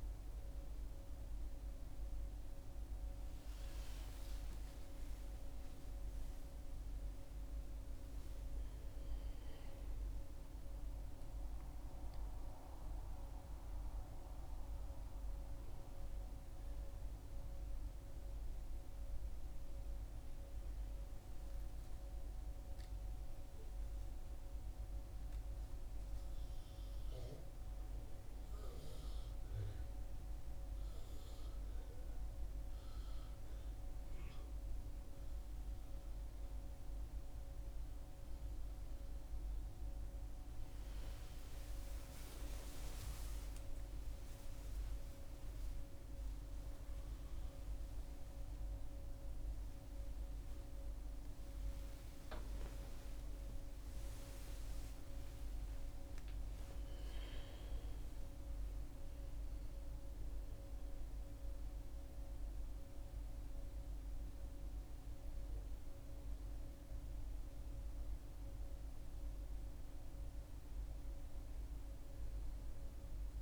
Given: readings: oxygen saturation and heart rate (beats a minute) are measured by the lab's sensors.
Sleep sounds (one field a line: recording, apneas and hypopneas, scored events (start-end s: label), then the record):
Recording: a person awake in a sleep study, hard to hear, by a room microphone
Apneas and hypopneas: none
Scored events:
none scored
From the record:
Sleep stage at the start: awake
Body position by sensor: on the back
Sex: female